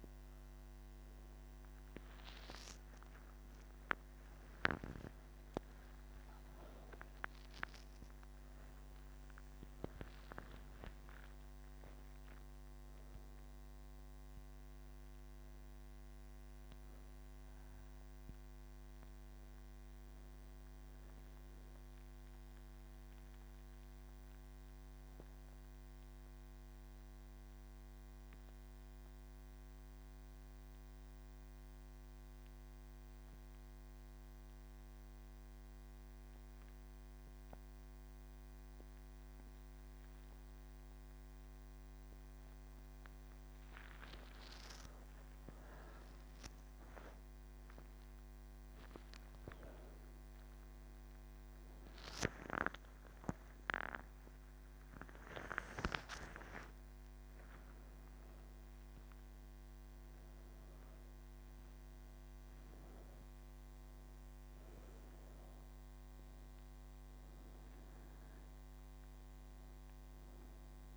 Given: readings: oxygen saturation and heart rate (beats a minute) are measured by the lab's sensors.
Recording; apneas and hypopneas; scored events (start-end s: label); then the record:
breathing in sleep by a microphone on the trachea; 1
0.50-28.50 s: oxygen desaturation (device-marked, oxygen 97% before, 91% lowest, heart rate 62 before, 48 extreme)
10.50-70.97 s: new sleep stage, N1 (lightest sleep)
20.00-43.50 s: obstructive apnea (oxygen 97% before, 87% lowest, heart rate 60 before, 54 extreme, up 4 after)
50.50-70.97 s: oxygen desaturation (device-marked, oxygen 98% before, 87% lowest, heart rate 59 before, 46 extreme)
From the record:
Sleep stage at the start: N3 (deep sleep); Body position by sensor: on the right side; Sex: female